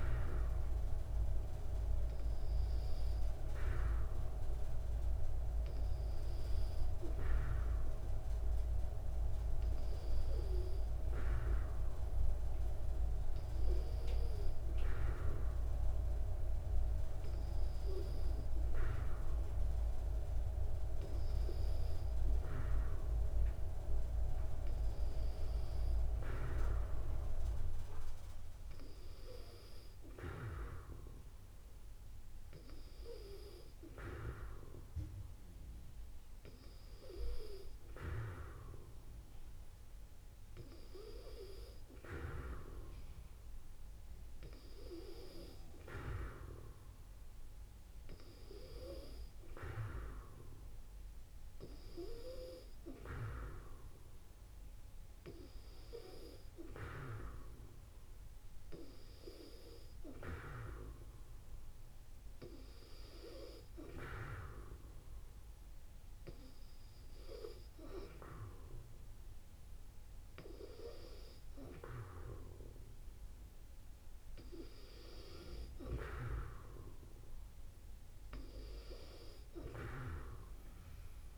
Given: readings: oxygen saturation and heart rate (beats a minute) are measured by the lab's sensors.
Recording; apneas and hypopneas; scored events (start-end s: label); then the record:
breathing in sleep by a room microphone; none
none scored
From the record:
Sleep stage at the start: N2 (light sleep); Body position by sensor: on the back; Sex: female